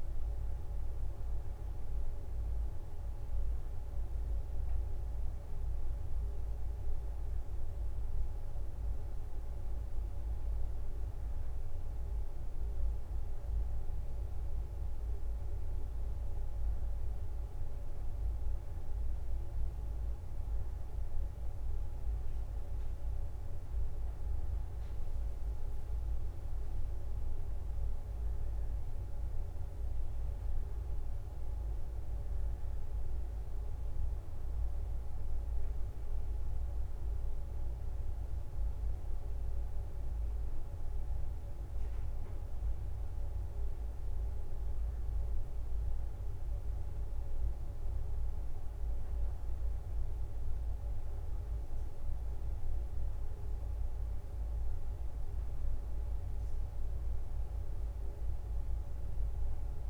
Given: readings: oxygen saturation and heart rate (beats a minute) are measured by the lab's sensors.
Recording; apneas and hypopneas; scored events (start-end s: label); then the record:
a person awake in a sleep study, hard to hear, by a room microphone; none
0.00-4.50 s: leg movement (device-marked)
8.00-17.00 s: leg movement (device-marked)
13.00-32.00 s: drop in pulse transit time (device-marked, heart rate 69 before, 66 extreme)
18.50-25.00 s: leg movement (device-marked)
28.00-36.00 s: leg movement (device-marked)
41.50-49.50 s: leg movement (device-marked)
51.50-59.90 s: leg movement (device-marked)
56.00-59.90 s: new sleep stage, N2 (light sleep)
From the record:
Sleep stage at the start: awake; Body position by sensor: on the back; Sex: female